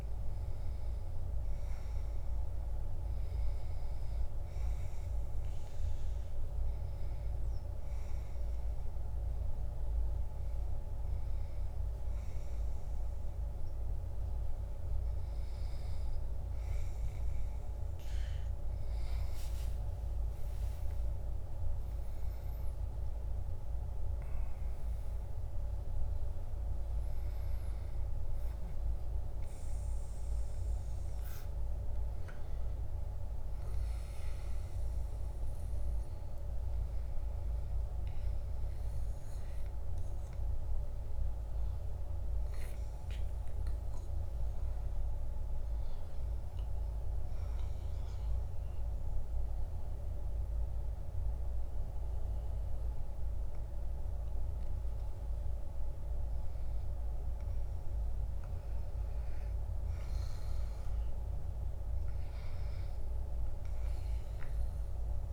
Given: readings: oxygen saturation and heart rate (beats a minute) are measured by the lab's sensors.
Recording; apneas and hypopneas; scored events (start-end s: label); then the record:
breathing in sleep, hard to hear, by a room microphone; 1
3.00-21.00 s: oxygen desaturation (device-marked, oxygen 98% before, 94% lowest, heart rate 71 before, 44 extreme)
18.00-23.00 s: arousal
48.00-58.00 s: obstructive apnea (oxygen 98% before, 94% lowest, heart rate 65 before, 66 extreme, up 1 after)
60.00-64.00 s: arousal
From the record:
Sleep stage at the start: REM sleep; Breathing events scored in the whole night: 219 in 7.0 hours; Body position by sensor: on the back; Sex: male